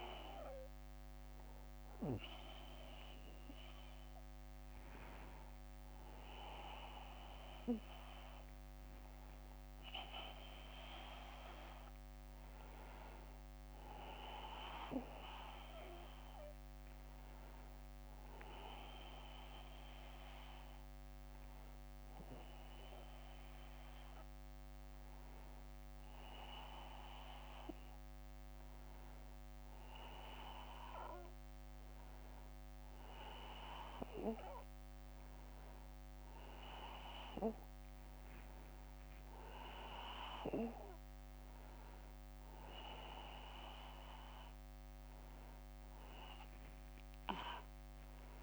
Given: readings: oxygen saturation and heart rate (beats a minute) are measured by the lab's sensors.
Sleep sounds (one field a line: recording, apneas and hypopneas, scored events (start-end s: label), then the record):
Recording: breathing in sleep by a microphone on the trachea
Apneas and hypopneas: none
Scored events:
0.00-4.00 s: arousal
45.00-48.43 s: new sleep stage, awake
From the record:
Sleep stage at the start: N1 (lightest sleep)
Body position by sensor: on the back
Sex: male